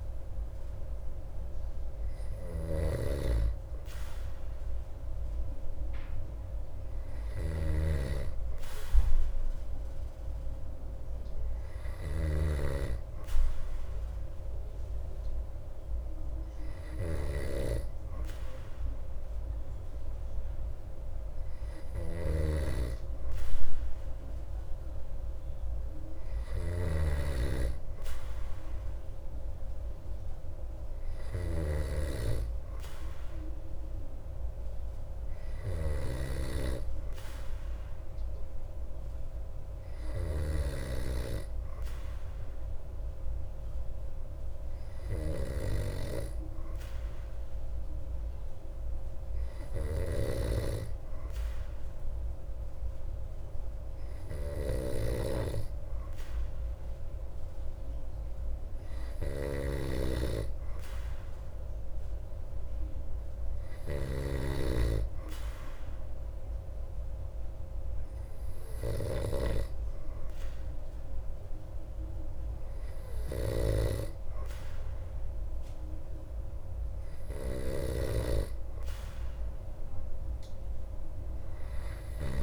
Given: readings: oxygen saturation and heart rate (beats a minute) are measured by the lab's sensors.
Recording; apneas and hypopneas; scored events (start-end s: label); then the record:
breathing in sleep by a room microphone; none
0.00-27.00 s: snoring (device-marked)
50.00-64.50 s: snoring (device-marked)
73.50-78.50 s: snoring (device-marked)
From the record:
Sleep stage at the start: N2 (light sleep); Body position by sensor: on the back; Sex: male